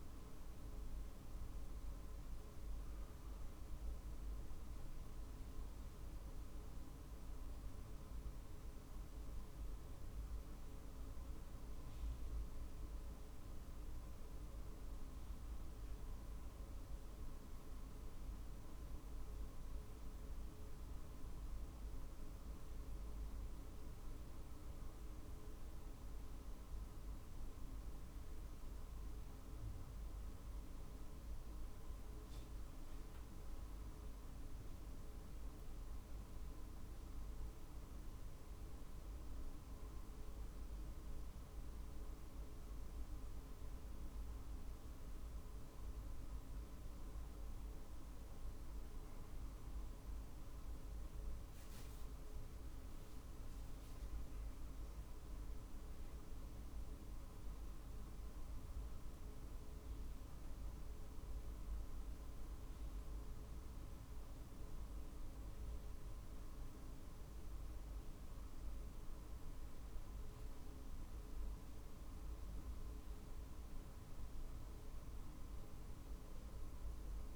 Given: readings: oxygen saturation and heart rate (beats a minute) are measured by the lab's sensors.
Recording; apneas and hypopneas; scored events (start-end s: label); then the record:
breathing in sleep, hard to hear, by a room microphone; 1
9.50-13.50 s: arousal
22.00-37.00 s: hypopnea (oxygen 95% before, 94% lowest, heart rate 49 before, 48 extreme, up 2 after)
39.00-42.00 s: arousal
39.00-49.00 s: drop in pulse transit time (device-marked, heart rate 48 before, 49 extreme)
54.00-56.00 s: long interval between heartbeats (device-marked, heart rate 50 before, 59 extreme)
54.00-58.00 s: arousal
From the record:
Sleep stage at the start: N2 (light sleep); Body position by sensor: on the right side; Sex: male